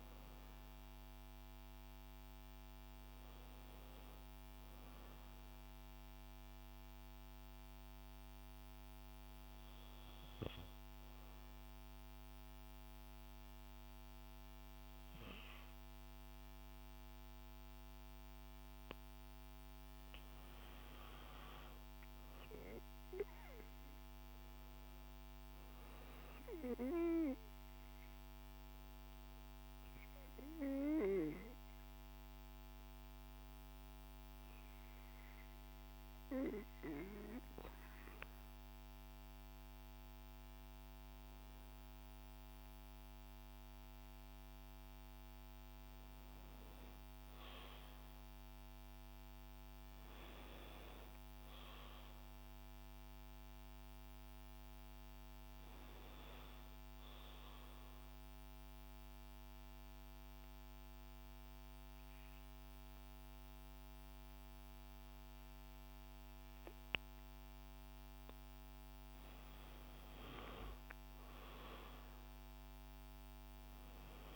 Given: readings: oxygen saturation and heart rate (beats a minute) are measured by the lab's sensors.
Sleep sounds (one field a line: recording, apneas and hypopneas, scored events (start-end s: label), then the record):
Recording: breathing in sleep by a microphone on the trachea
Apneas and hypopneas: 2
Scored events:
10.00-20.50 s: obstructive apnea (oxygen 96% before, 91% lowest, heart rate 160 before, 55 extreme, up 16 after)
21.50-25.00 s: arousal
49.00-52.50 s: arousal
56.50-66.50 s: obstructive apnea (oxygen 96% before, 89% lowest, heart rate 70 before, 91 extreme)
68.00-74.36 s: oxygen desaturation (device-marked, oxygen 95% before, 89% lowest, heart rate 79 before, 47 extreme)
69.50-73.50 s: arousal
From the record:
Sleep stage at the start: N2 (light sleep)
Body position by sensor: on the back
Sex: female